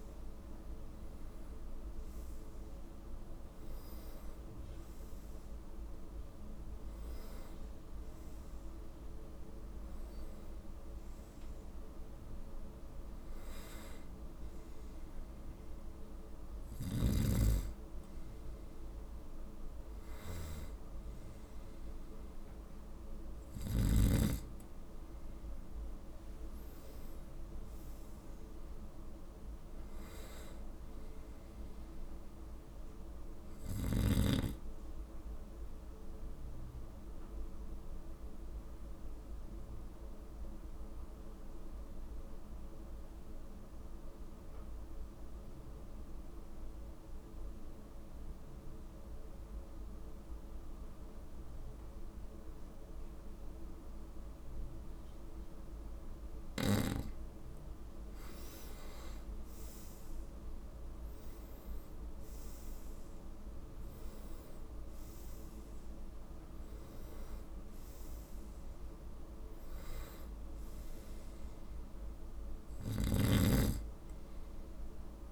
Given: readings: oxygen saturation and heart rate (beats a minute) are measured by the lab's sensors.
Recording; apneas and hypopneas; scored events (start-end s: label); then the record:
breathing in sleep by a room microphone; 1
28.50-33.00 s: arousal
36.50-56.50 s: obstructive apnea (oxygen 97% before, 94% lowest, heart rate 57 before, 52 extreme, up 6 after)
59.50-63.00 s: arousal
From the record:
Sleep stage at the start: N2 (light sleep); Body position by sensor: on the right side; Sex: male